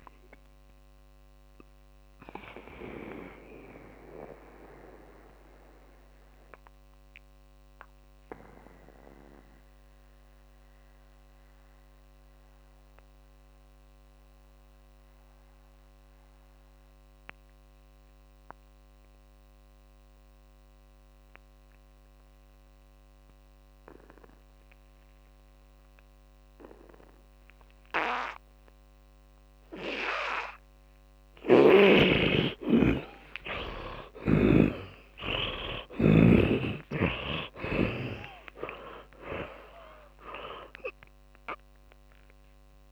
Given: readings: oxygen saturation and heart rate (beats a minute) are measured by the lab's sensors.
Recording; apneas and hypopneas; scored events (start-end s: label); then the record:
breathing in sleep by a microphone on the trachea; 1
0.00-17.50 s: oxygen desaturation (device-marked, oxygen 77% lowest, heart rate 46 extreme)
1.00-31.50 s: mixed apnea (oxygen 100% before, 76% lowest, heart rate 67 before, 50 extreme, up 54 after)
26.50-31.50 s: oxygen desaturation (device-marked, oxygen 100% before, 94% lowest, heart rate 63 before, 62 extreme)
33.00-38.00 s: arousal
33.50-39.50 s: oxygen desaturation (device-marked, oxygen 100% before, 88% lowest, heart rate 58 before, 74 extreme)
34.50-36.50 s: tachycardia (device-marked, heart rate 67 before, 86 extreme)
38.50-42.92 s: tachycardia (device-marked, heart rate 67 before, 146 extreme)
From the record:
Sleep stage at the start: N2 (light sleep); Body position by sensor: on the back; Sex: male